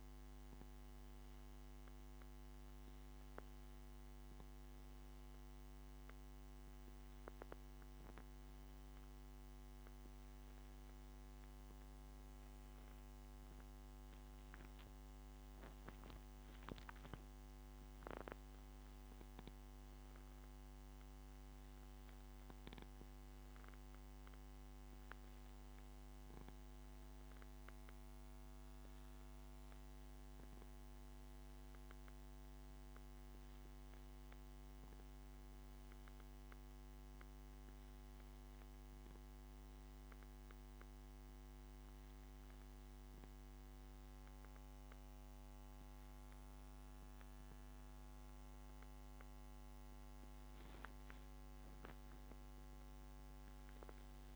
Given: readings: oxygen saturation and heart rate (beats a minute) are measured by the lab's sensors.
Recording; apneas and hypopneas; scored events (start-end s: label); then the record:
breathing in sleep, hard to hear, by a microphone on the trachea; none
none scored
From the record:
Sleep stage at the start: N1 (lightest sleep); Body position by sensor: on the back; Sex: male